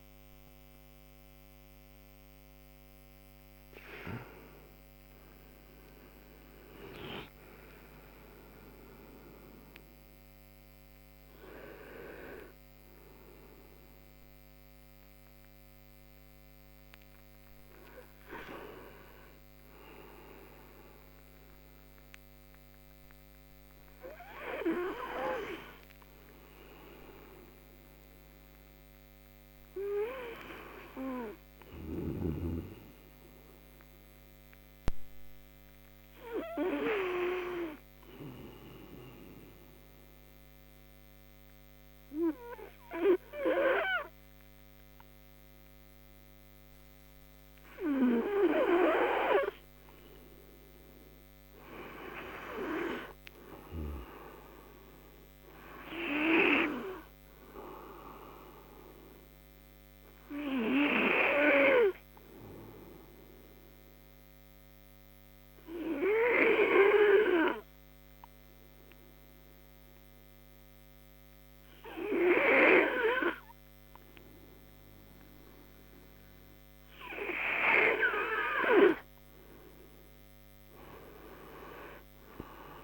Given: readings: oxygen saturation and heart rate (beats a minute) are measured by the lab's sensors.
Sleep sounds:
breathing in sleep by a microphone on the trachea; 2
0.00-1.00 s: oxygen desaturation (device-marked, oxygen 88% lowest)
39.00-50.00 s: obstructive apnea (oxygen 98% before, 89% lowest)
53.00-56.50 s: arousal
59.00-74.00 s: oxygen desaturation (device-marked, oxygen 95% before, 89% lowest)
61.00-78.00 s: obstructive apnea (oxygen 97% before, 89% lowest)
From the record:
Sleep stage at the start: N2 (light sleep); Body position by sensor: on the right side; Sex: male

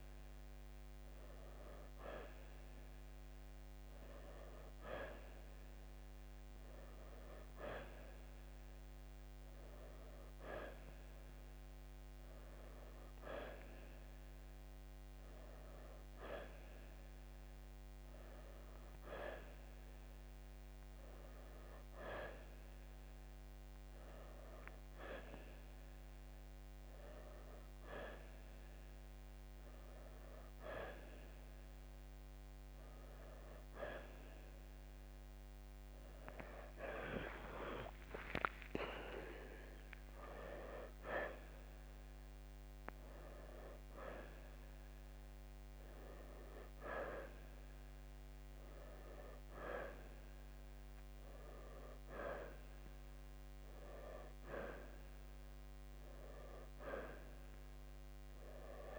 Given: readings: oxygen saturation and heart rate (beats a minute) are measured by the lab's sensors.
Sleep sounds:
breathing in sleep by a microphone on the trachea; none
37.50-41.00 s: arousal
43.00-58.99 s: new sleep stage, N1 (lightest sleep)
From the record:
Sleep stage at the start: N2 (light sleep); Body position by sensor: on the right side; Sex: male

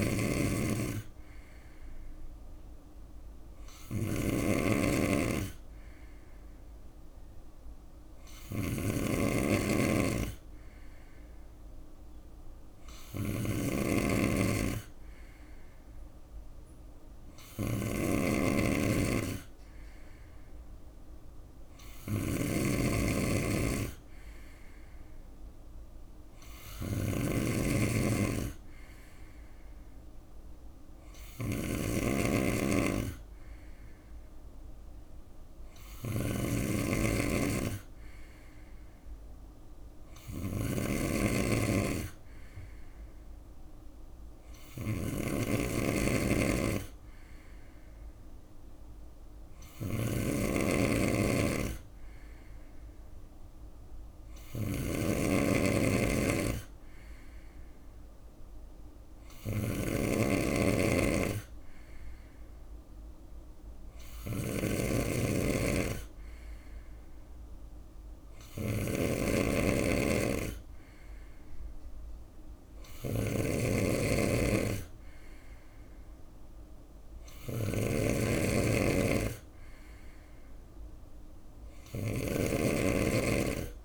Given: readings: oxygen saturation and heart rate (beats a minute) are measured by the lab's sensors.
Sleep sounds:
breathing in sleep by a room microphone; none
0.00-83.85 s: snoring (device-marked)
From the record:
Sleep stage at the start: N3 (deep sleep); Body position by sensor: on the right side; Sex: male

